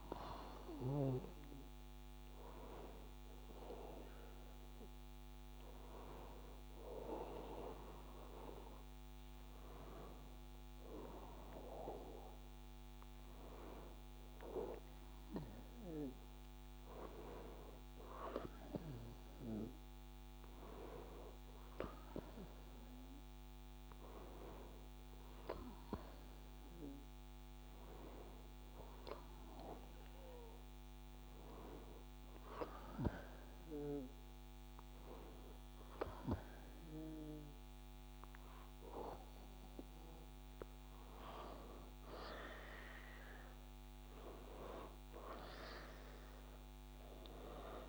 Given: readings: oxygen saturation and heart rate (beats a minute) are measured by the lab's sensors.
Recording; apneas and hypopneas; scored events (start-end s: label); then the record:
breathing in sleep by a microphone on the trachea; 1
31.00-42.00 s: hypopnea (oxygen 95% before, 93% lowest, heart rate 64 before, 61 extreme, up 0 after)
41.50-47.89 s: new sleep stage, N1 (lightest sleep)
44.00-47.89 s: arousal
From the record:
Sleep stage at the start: N2 (light sleep); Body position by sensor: on the back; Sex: male